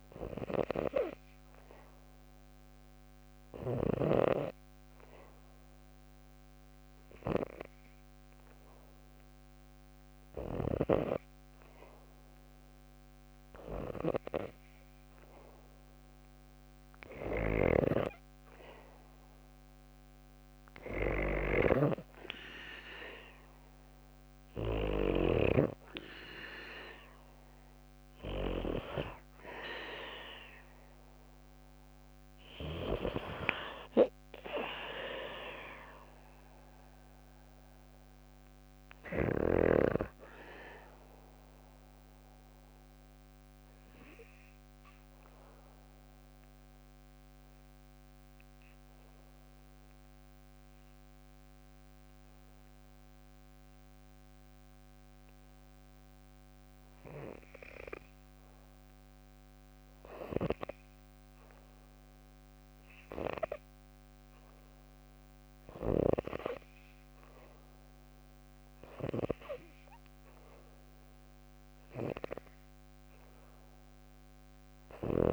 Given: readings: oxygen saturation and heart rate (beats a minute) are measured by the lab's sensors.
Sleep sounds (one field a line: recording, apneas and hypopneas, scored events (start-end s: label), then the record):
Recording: breathing in sleep by a microphone on the trachea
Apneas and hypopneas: 2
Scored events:
0.00-1.50 s: oxygen desaturation (device-marked, oxygen 86% lowest, heart rate 60 extreme)
3.50-15.00 s: obstructive apnea (oxygen 92% before, 87% lowest, heart rate 61 before, 60 extreme, up 4 after)
16.50-24.50 s: snoring (device-marked)
18.00-21.50 s: arousal
39.50-56.50 s: obstructive apnea (oxygen 90% before, 85% lowest, heart rate 65 before, 58 extreme, up 1 after)
62.50-66.00 s: arousal
65.50-75.33 s: oxygen desaturation (device-marked, oxygen 98% before, 85% lowest, heart rate 59 before, 61 extreme)
74.00-75.33 s: snoring (device-marked)
From the record:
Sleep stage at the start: N2 (light sleep)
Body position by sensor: on the back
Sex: female